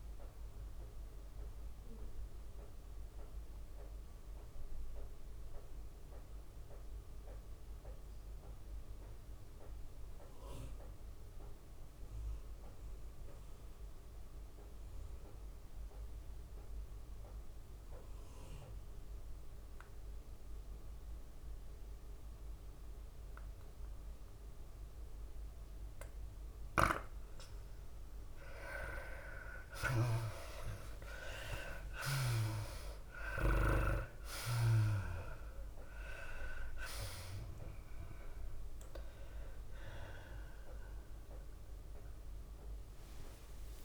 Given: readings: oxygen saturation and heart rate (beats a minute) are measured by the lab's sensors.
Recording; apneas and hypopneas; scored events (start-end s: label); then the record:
breathing in sleep by a room microphone; 1
0.00-3.00 s: tachycardia (device-marked, heart rate 105 extreme)
0.00-10.00 s: drop in pulse transit time (device-marked, heart rate 98 extreme)
0.00-10.00 s: oxygen desaturation (device-marked, oxygen 81% lowest, heart rate 96 extreme)
1.00-30.00 s: obstructive apnea (oxygen 99% before, 80% lowest, heart rate 101 before, 96 extreme, up 8 after)
24.00-43.85 s: oxygen desaturation (device-marked, oxygen 98% before, 80% lowest, heart rate 98 before, 97 extreme)
30.00-43.85 s: tachycardia (device-marked, heart rate 101 before, 191 extreme)
33.00-43.85 s: drop in pulse transit time (device-marked, heart rate 97 before, 101 extreme)
41.00-43.85 s: new sleep stage, awake
From the record:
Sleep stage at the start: N2 (light sleep); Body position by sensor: on the left side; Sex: female